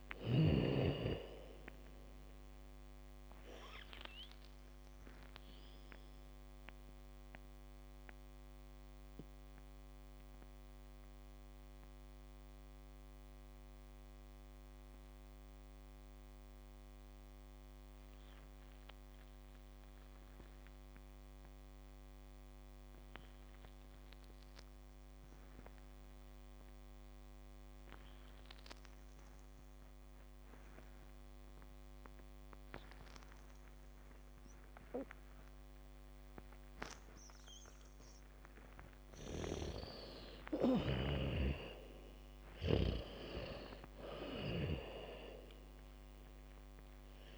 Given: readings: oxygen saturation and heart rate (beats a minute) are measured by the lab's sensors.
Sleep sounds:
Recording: breathing in sleep by a microphone on the trachea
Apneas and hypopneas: 1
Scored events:
0.00-1.00 s: arousal
0.00-19.50 s: oxygen desaturation (device-marked, oxygen 83% lowest, heart rate 47 extreme)
5.50-38.50 s: mixed apnea (oxygen 98% before, 77% lowest, heart rate 62 before, 44 extreme, up 2 after)
33.50-47.38 s: oxygen desaturation (device-marked, oxygen 98% before, 77% lowest, heart rate 71 before, 44 extreme)
36.50-45.50 s: bradycardia (device-marked, heart rate 69 before, 44 extreme)
39.50-44.00 s: arousal
From the record:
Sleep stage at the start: N2 (light sleep)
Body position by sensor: on the back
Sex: female

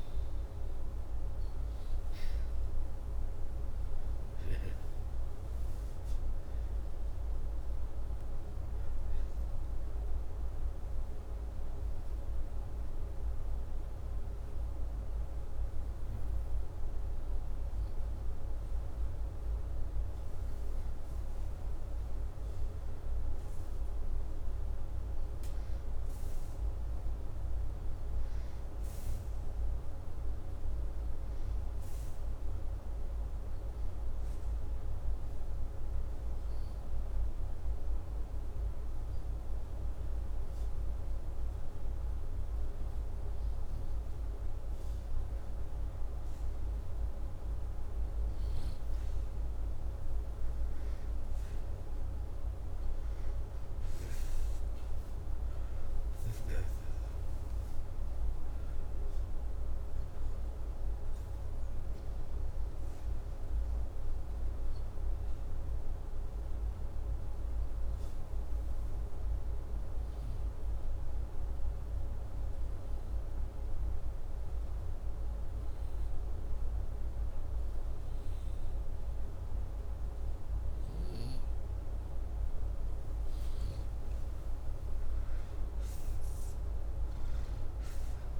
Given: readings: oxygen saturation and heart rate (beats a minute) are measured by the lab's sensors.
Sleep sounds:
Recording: breathing in sleep, hard to hear, by a room microphone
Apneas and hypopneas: 2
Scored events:
0.00-12.00 s: oxygen desaturation (device-marked, oxygen 88% lowest, heart rate 80 extreme)
34.00-44.00 s: hypopnea (oxygen 98% before, 93% lowest, heart rate 83 before, 83 extreme, up 3 after)
44.50-48.00 s: arousal
62.00-65.00 s: arousal
68.50-80.00 s: hypopnea (oxygen 96% before, 93% lowest, heart rate 85 before, 83 extreme, up 12 after)
81.00-84.00 s: arousal
From the record:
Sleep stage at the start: N2 (light sleep)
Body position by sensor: upright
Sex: male

